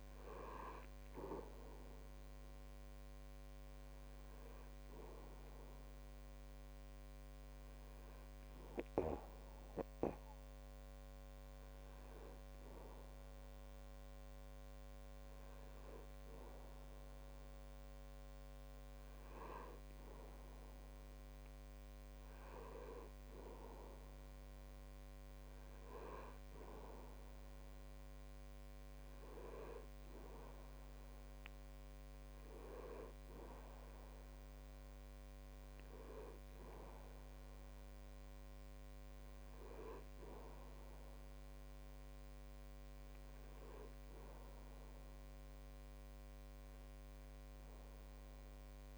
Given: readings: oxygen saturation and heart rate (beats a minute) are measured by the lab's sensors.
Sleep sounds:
breathing in sleep by a microphone on the trachea; none
31.00-35.50 s: arousal
From the record:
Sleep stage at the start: N2 (light sleep); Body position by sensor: on the back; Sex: male

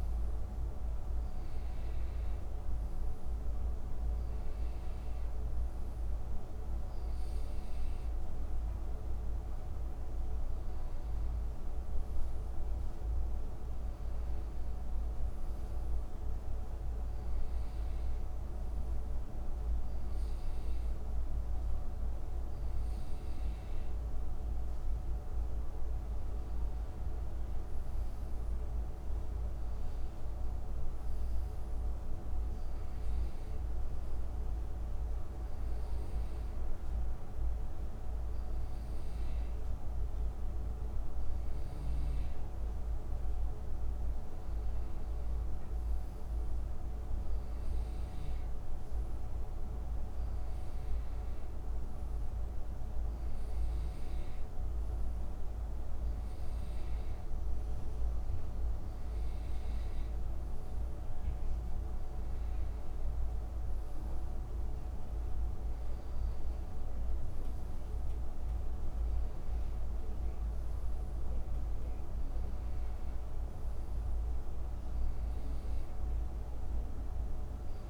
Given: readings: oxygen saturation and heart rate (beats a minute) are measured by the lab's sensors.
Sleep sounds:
breathing in sleep, hard to hear, by a room microphone; none
62.50-77.90 s: new sleep stage, N2 (light sleep)
From the record:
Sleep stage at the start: N1 (lightest sleep); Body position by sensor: on the back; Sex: male

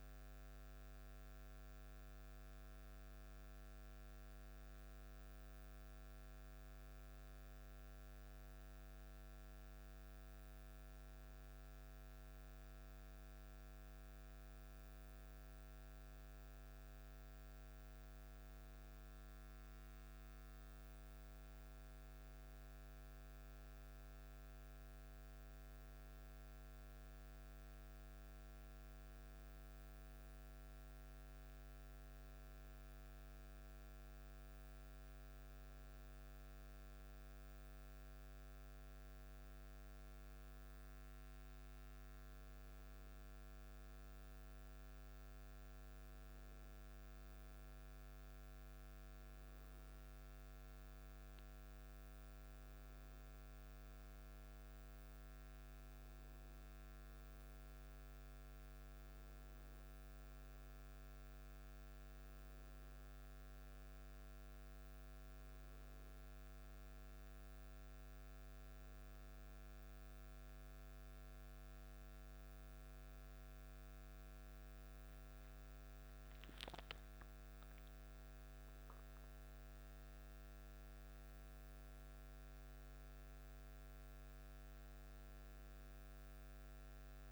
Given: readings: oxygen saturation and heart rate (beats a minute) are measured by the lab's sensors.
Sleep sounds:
breathing in sleep, hard to hear, by a microphone on the trachea; none
6.50-87.32 s: new sleep stage, N2 (light sleep)
From the record:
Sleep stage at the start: N1 (lightest sleep); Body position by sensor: on the back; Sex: male

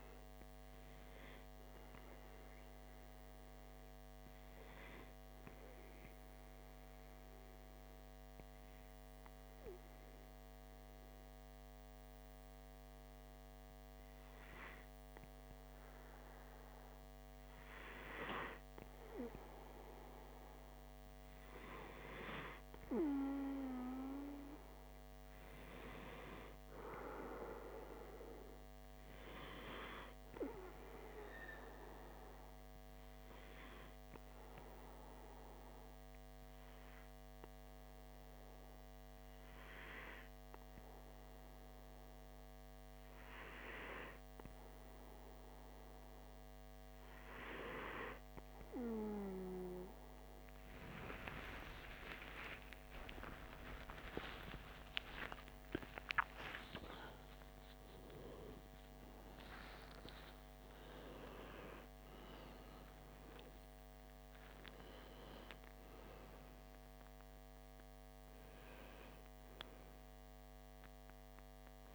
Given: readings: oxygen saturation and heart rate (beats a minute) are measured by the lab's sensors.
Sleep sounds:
breathing in sleep by a microphone on the trachea; 2
0.00-12.50 s: oxygen desaturation (device-marked, oxygen 93% lowest, heart rate 58 extreme)
4.50-16.00 s: obstructive apnea (oxygen 96% before, 93% lowest, heart rate 62 before, 58 extreme, up 1 after)
20.50-24.50 s: arousal
31.00-44.00 s: hypopnea (oxygen 97% before, 94% lowest, heart rate 59 before, 38 extreme, up 3 after)
38.50-71.95 s: new sleep stage, N1 (lightest sleep)
50.50-58.00 s: arousal
From the record:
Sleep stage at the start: N2 (light sleep); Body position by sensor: on the back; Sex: male

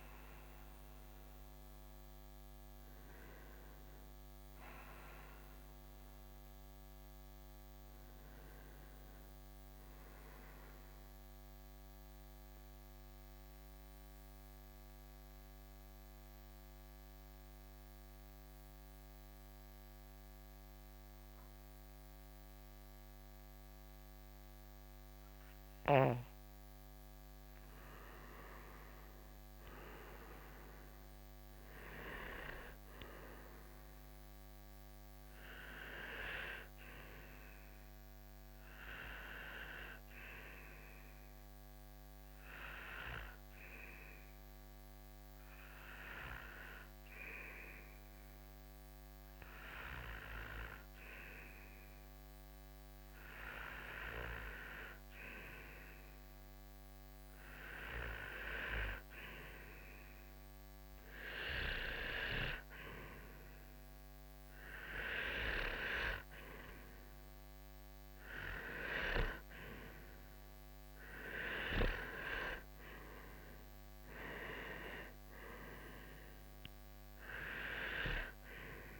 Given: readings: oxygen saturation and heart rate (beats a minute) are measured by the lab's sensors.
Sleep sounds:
breathing in sleep by a microphone on the trachea; 2
5.50-79.00 s: new sleep stage, N2 (light sleep)
9.50-20.50 s: oxygen desaturation (device-marked, oxygen 95% before, 92% lowest, heart rate 103 before, 64 extreme)
12.50-28.00 s: mixed apnea (oxygen 95% before, 91% lowest, heart rate 93 before, 64 extreme, up 5 after)
30.00-34.00 s: arousal
34.50-45.50 s: oxygen desaturation (device-marked, oxygen 99% before, 95% lowest, heart rate 66 before, 66 extreme)
42.00-54.00 s: hypopnea (oxygen 99% before, 90% lowest, heart rate 67 before, 66 extreme, up 1 after)
47.50-60.50 s: oxygen desaturation (device-marked, oxygen 96% before, 92% lowest, heart rate 67 before, 66 extreme)
57.00-61.50 s: arousal
65.50-79.00 s: oxygen desaturation (device-marked, oxygen 96% before, 91% lowest, heart rate 66 before, 67 extreme)
From the record:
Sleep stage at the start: N1 (lightest sleep); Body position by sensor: on the front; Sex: male

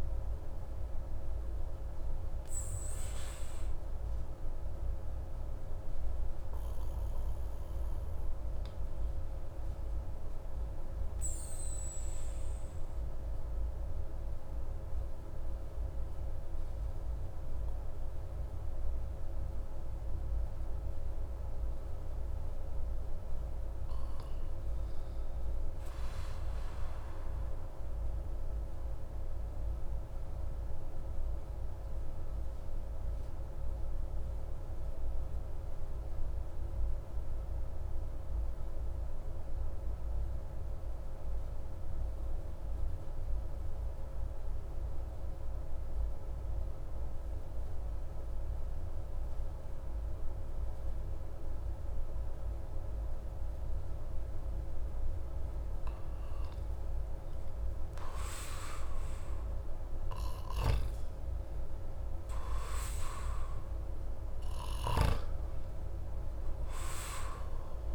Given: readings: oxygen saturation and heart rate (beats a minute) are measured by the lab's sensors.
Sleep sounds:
breathing in sleep, hard to hear, by a room microphone; 1
22.50-25.50 s: arousal
27.50-55.50 s: obstructive apnea (oxygen 97% before, 94% lowest)
53.00-54.00 s: oxygen desaturation (device-marked, oxygen 97% before, 96% lowest)
58.00-62.50 s: arousal
From the record:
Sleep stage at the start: N2 (light sleep); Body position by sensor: on the back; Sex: male

